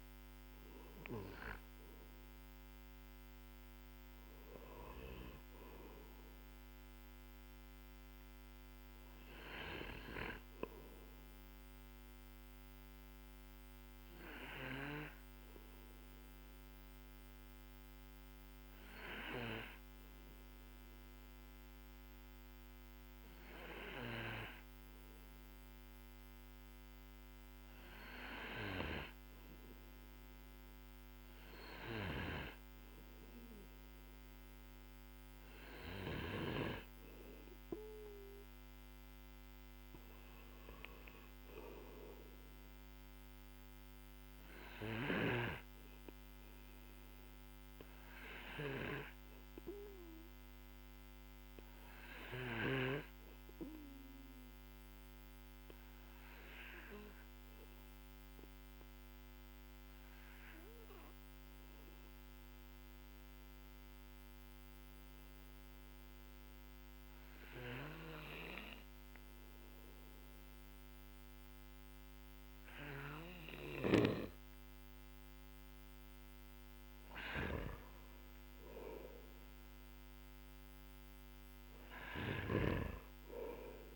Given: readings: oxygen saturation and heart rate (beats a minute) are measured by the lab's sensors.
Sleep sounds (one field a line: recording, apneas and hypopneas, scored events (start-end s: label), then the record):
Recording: breathing in sleep by a microphone on the trachea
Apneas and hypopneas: 2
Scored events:
0.00-13.00 s: oxygen desaturation (device-marked, oxygen 94% lowest, heart rate 45 extreme)
7.00-33.00 s: obstructive apnea (oxygen 98% before, 94% lowest, heart rate 54 before, 45 extreme, up 7 after)
36.50-41.00 s: arousal
45.00-83.96 s: new sleep stage, N2 (light sleep)
59.00-76.00 s: obstructive apnea (oxygen 97% before, 93% lowest, heart rate 53 before, 48 extreme, up 15 after)
79.00-83.50 s: arousal
82.00-83.96 s: snoring (device-marked)
From the record:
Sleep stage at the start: N1 (lightest sleep)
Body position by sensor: on the back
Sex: male